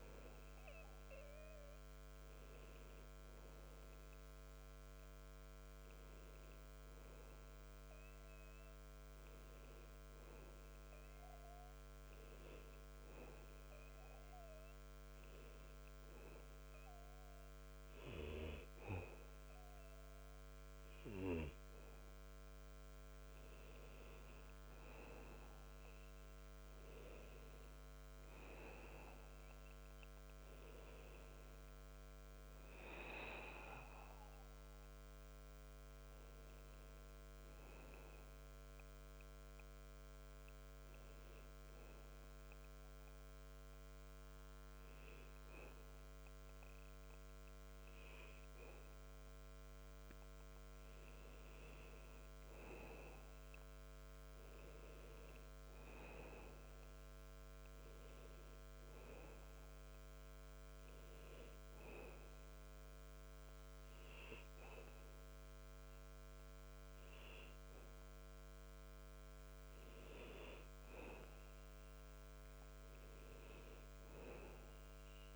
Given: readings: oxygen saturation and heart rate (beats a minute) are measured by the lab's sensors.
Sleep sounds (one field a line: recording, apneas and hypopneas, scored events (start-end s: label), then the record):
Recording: breathing in sleep by a microphone on the trachea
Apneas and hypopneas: 2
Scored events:
12.00-22.50 s: hypopnea (oxygen 98% before, 91% lowest, heart rate 79 before, 75 extreme, up 22 after)
24.00-28.00 s: arousal
36.00-50.00 s: oxygen desaturation (device-marked, oxygen 94% before, 91% lowest, heart rate 81 before, 85 extreme)
42.00-52.00 s: obstructive apnea (oxygen 95% before, 91% lowest, heart rate 85 before, 85 extreme, up 8 after)
54.50-58.50 s: arousal
63.00-73.00 s: oxygen desaturation (device-marked, oxygen 96% before, 92% lowest, heart rate 91 before, 86 extreme)
From the record:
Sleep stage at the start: N2 (light sleep)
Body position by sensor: on the back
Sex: male